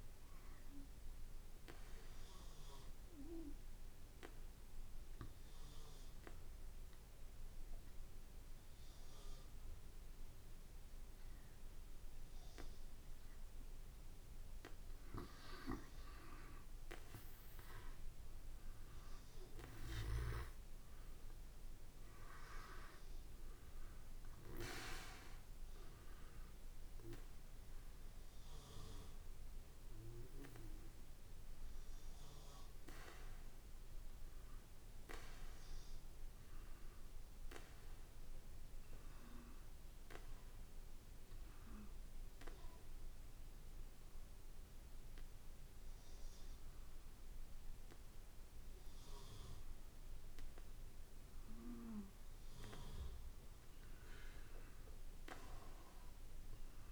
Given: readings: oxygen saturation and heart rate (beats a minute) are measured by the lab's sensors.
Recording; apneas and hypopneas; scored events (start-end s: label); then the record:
breathing in sleep by a room microphone; 2
1.50-13.00 s: obstructive apnea (oxygen 95% before, 87% lowest, heart rate 55 before, 55 extreme, up 4 after)
14.00-18.50 s: arousal
19.00-36.00 s: oxygen desaturation (device-marked, oxygen 94% before, 87% lowest, heart rate 55 before, 53 extreme)
41.00-52.00 s: obstructive apnea (oxygen 94% before, 92% lowest, heart rate 58 before, 53 extreme, up 3 after)
54.50-56.92 s: arousal
From the record:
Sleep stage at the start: N2 (light sleep); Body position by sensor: on the back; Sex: male